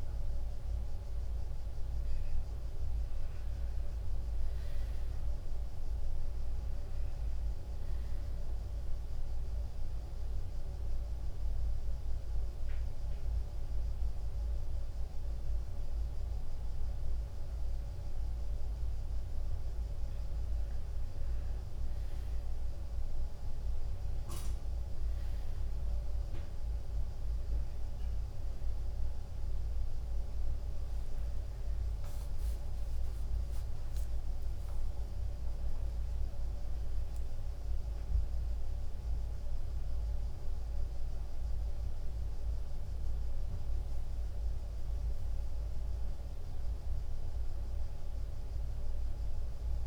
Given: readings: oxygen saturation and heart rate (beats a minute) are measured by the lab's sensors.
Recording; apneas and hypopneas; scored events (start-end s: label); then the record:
breathing in sleep, hard to hear, by a room microphone; 1
9.50-21.00 s: mixed apnea (oxygen 96% before, 92% lowest, heart rate 97 before, 95 extreme, up 1 after)
24.50-35.50 s: drop in pulse transit time (device-marked, heart rate 96 before, 95 extreme)
29.50-33.50 s: arousal
32.50-49.87 s: new sleep stage, N1 (lightest sleep)
36.50-41.50 s: tachycardia (device-marked, heart rate 99 before, 102 extreme)
From the record:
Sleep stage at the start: N2 (light sleep); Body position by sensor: on the right side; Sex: male